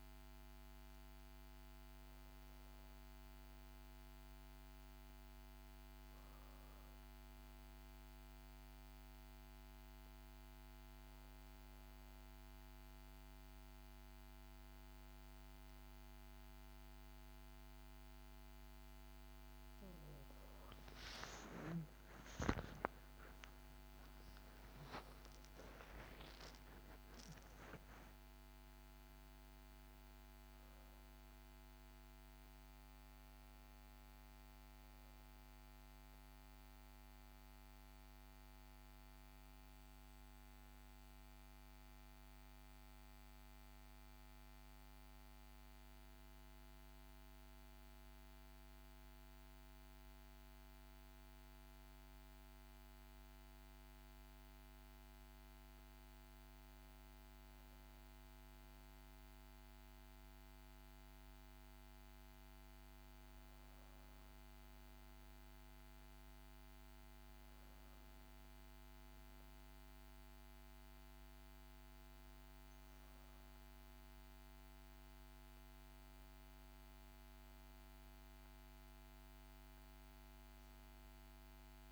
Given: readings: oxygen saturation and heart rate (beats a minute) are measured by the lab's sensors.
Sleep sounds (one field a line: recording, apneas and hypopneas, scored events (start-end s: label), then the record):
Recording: breathing in sleep, hard to hear, by a microphone on the trachea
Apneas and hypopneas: 1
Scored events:
9.00-21.00 s: obstructive apnea (oxygen 95% before, 92% lowest, heart rate 60 before, 58 extreme, up 7 after)
22.00-27.50 s: arousal
30.00-60.00 s: new sleep stage, N1 (lightest sleep)
60.00-81.92 s: new sleep stage, N2 (light sleep)
From the record:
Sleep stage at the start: N2 (light sleep)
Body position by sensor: on the back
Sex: female